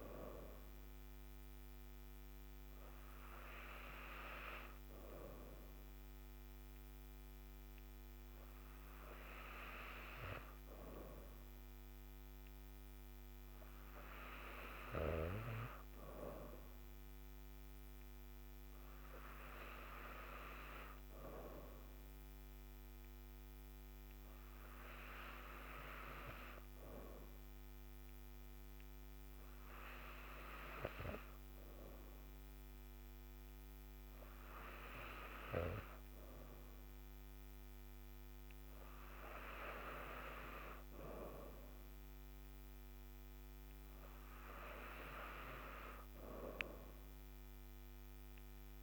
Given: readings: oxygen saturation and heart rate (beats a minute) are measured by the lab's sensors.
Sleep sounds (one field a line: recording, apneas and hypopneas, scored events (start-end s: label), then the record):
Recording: breathing in sleep by a microphone on the trachea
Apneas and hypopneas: none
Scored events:
41.00-48.83 s: new sleep stage, N3 (deep sleep)
From the record:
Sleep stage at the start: N2 (light sleep)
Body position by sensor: on the back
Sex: female